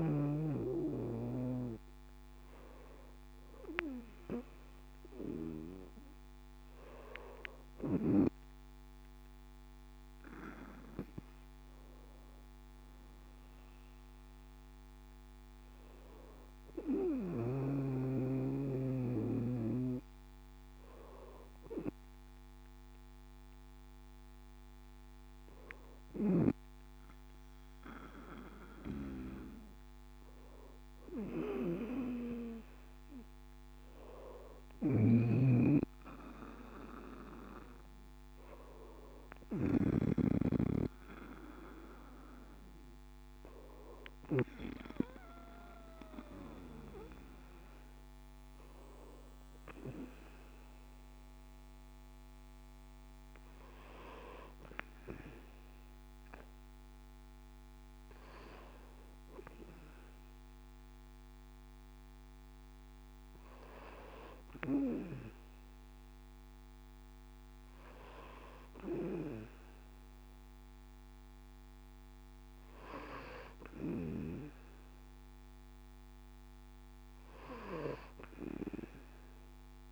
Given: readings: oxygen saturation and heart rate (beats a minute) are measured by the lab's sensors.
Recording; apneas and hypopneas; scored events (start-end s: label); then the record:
breathing in sleep by a microphone on the trachea; none
34.50-40.00 s: snoring (device-marked)
From the record:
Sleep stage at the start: N2 (light sleep); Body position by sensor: on the back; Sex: male